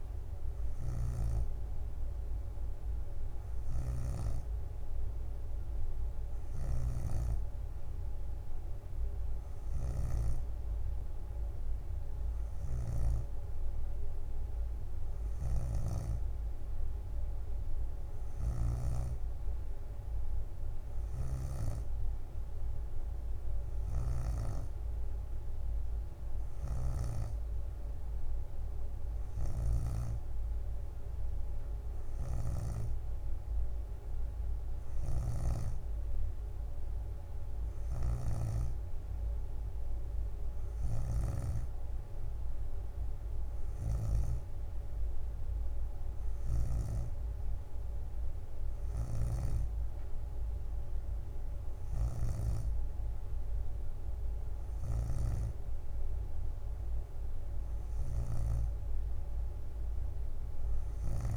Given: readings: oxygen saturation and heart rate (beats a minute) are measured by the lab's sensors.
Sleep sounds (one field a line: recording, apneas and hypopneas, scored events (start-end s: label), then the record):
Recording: breathing in sleep by a room microphone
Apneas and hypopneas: none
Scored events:
1.00-4.50 s: snoring (device-marked)
15.50-19.00 s: snoring (device-marked)
18.50-28.50 s: drop in pulse transit time (device-marked, heart rate 62 before, 62 extreme)
29.50-33.00 s: snoring (device-marked)
32.00-33.50 s: leg movement (device-marked)
35.00-41.50 s: snoring (device-marked)
37.50-42.00 s: leg movement (device-marked)
48.50-50.50 s: leg movement (device-marked)
From the record:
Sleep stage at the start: N3 (deep sleep)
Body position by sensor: on the back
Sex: female